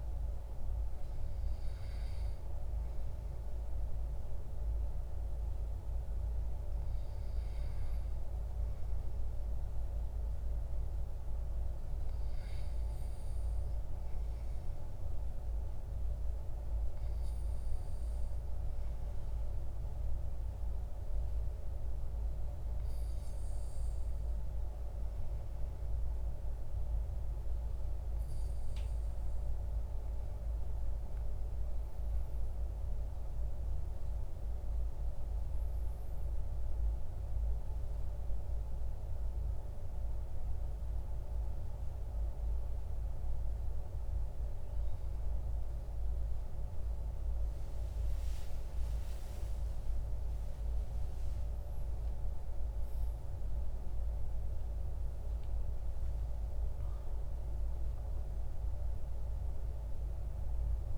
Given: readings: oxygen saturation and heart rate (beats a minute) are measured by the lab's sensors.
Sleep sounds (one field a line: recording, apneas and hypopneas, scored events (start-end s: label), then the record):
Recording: breathing in sleep, hard to hear, by a room microphone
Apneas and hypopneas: 1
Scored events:
17.50-31.50 s: obstructive apnea (oxygen 97% before, 95% lowest, heart rate 52 before, 51 extreme, up 7 after)
46.50-51.50 s: arousal
51.50-60.98 s: new sleep stage, REM sleep
From the record:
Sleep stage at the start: N2 (light sleep)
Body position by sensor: on the back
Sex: male